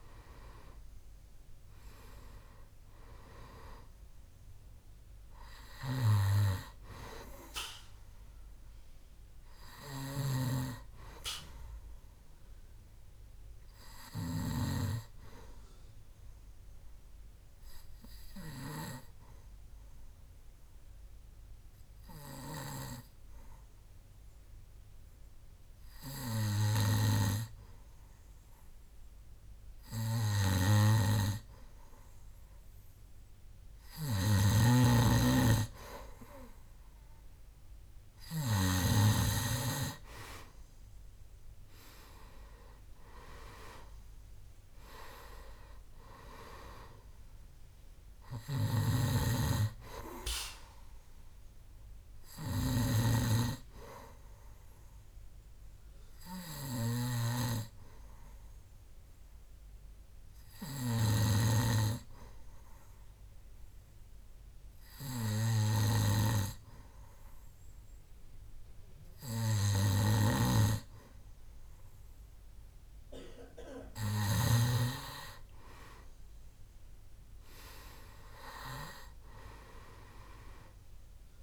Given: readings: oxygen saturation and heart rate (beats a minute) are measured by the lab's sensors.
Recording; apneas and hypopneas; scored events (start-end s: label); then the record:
breathing in sleep by a room microphone; 2
10.00-15.00 s: snoring (device-marked)
11.50-14.50 s: arousal
17.00-30.50 s: obstructive apnea (oxygen 95% before, 92% lowest, heart rate 74 before, 67 extreme, up 3 after)
34.00-39.00 s: snoring (device-marked)
35.50-67.50 s: oxygen desaturation (device-marked, oxygen 98% before, 92% lowest, heart rate 69 before, 66 extreme)
40.00-45.00 s: arousal
48.50-57.50 s: snoring (device-marked)
54.50-72.50 s: hypopnea (oxygen 98% before, 92% lowest, heart rate 72 before, 66 extreme, up 5 after)
66.00-75.00 s: snoring (device-marked)
75.50-79.50 s: arousal
From the record:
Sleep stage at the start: N2 (light sleep); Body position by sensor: on the back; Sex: male